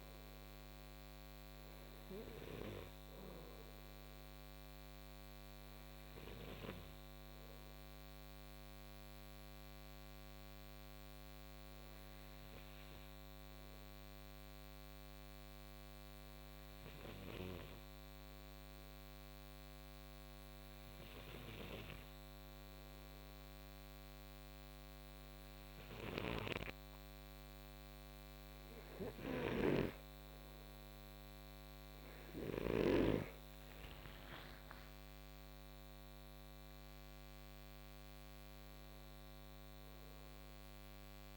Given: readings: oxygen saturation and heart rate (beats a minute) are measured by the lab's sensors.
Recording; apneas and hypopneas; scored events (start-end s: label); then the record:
breathing in sleep by a microphone on the trachea; 1
0.00-18.50 s: oxygen desaturation (device-marked, oxygen 90% lowest, heart rate 57 extreme)
1.50-29.50 s: obstructive apnea (oxygen 97% before, 90% lowest, heart rate 64 before, 56 extreme, up 3 after)
25.50-32.50 s: snoring (device-marked)
32.50-38.00 s: arousal
33.50-41.37 s: oxygen desaturation (device-marked, oxygen 97% before, 93% lowest, heart rate 63 before, 56 extreme)
From the record:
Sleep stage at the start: N2 (light sleep); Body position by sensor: on the right side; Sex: male